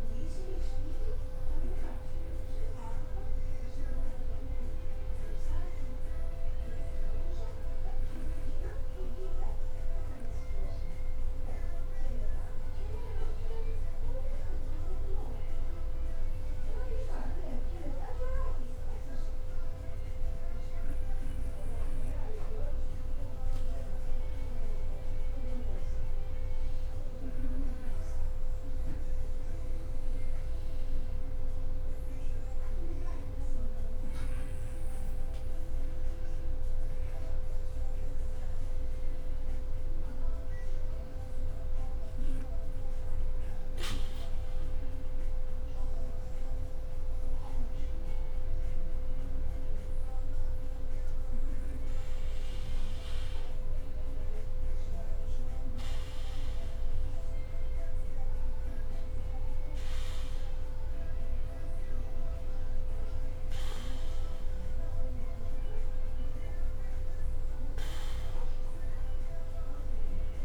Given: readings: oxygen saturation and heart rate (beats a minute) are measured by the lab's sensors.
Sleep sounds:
breathing in sleep, hard to hear, by a room microphone; none
22.50-24.50 s: long interval between heartbeats (device-marked, heart rate 63 before, 69 extreme)
43.00-45.00 s: long interval between heartbeats (device-marked, heart rate 64 before, 69 extreme)
65.50-70.45 s: leg movement (device-marked)
From the record:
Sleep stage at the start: N2 (light sleep); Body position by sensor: on the back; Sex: male

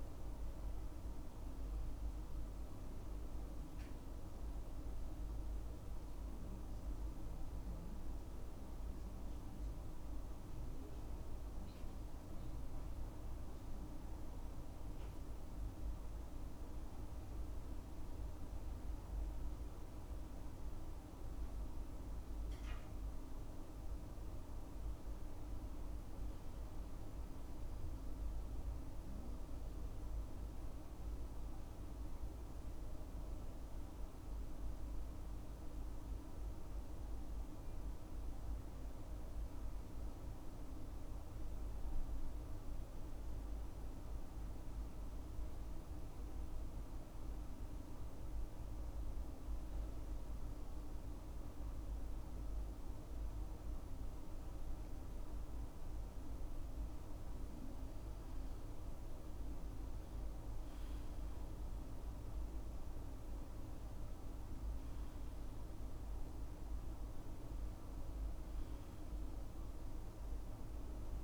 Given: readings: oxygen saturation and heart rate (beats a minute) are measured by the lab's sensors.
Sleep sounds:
breathing in sleep, hard to hear, by a room microphone; 2
0.00-18.50 s: oxygen desaturation (device-marked, oxygen 93% lowest, heart rate 62 extreme)
8.00-23.50 s: obstructive apnea (oxygen 97% before, 93% lowest, heart rate 68 before, 63 extreme, up 6 after)
25.00-28.50 s: arousal
42.50-56.50 s: obstructive apnea (oxygen 97% before, 93% lowest, heart rate 67 before, 65 extreme, up 8 after)
59.50-64.00 s: arousal
From the record:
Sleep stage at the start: N2 (light sleep); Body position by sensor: on the left side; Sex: male

